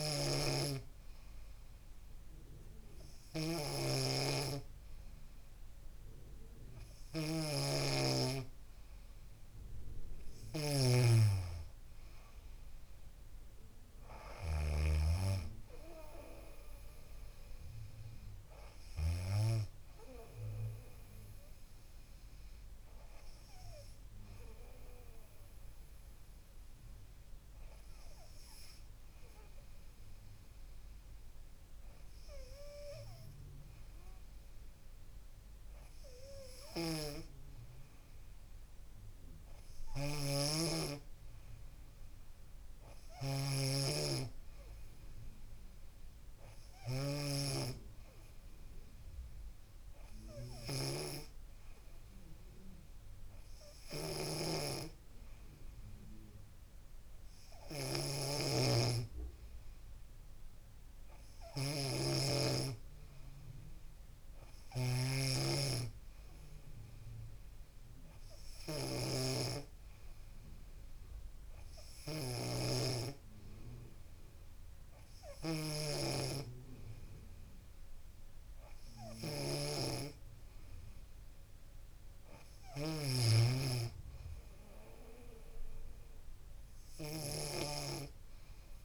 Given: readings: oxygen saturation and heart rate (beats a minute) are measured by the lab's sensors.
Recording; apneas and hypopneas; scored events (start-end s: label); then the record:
a person awake in a sleep study, by a room microphone; none
7.50-11.00 s: snoring (device-marked)
13.00-15.00 s: long interval between heartbeats (device-marked, heart rate 71 before, 78 extreme)
From the record:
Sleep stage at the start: awake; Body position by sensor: on the back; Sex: female